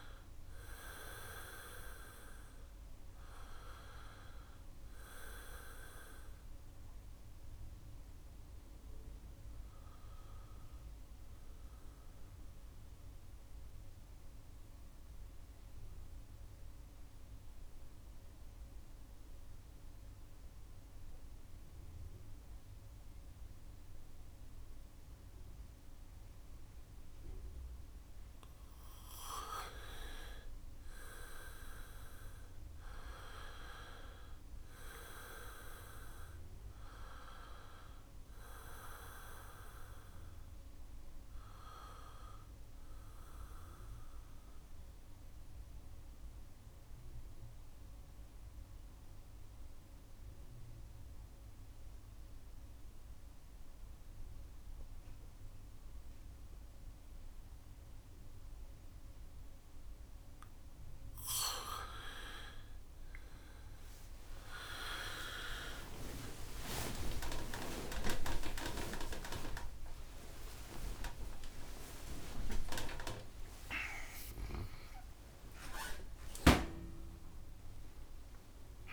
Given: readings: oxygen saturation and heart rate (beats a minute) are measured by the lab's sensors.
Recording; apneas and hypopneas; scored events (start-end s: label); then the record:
breathing in sleep by a room microphone; 2
0.00-18.00 s: oxygen desaturation (device-marked, oxygen 83% lowest, heart rate 67 extreme)
6.50-28.50 s: obstructive apnea (oxygen 98% before, 83% lowest, heart rate 69 before, 64 extreme, up 3 after)
30.50-35.00 s: arousal
32.00-55.00 s: oxygen desaturation (device-marked, oxygen 99% before, 88% lowest, heart rate 69 before, 64 extreme)
39.00-60.00 s: central apnea (oxygen 99% before, 88% lowest, heart rate 69 before, 64 extreme, up 26 after)
65.00-78.93 s: new sleep stage, awake
65.50-67.50 s: long interval between heartbeats (device-marked, heart rate 67 before, 81 extreme)
68.00-70.00 s: long interval between heartbeats (device-marked, heart rate 70 before, 109 extreme)
68.00-78.93 s: oxygen desaturation (device-marked, oxygen 97% before, 90% lowest, heart rate 70 before, 59 extreme)
70.00-72.00 s: long interval between heartbeats (device-marked, heart rate 75 before, 145 extreme)
72.00-74.00 s: long interval between heartbeats (device-marked, heart rate 83 before, 164 extreme)
75.00-77.00 s: long interval between heartbeats (device-marked, heart rate 98 before, 140 extreme)
From the record:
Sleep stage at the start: N2 (light sleep); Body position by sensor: on the back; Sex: male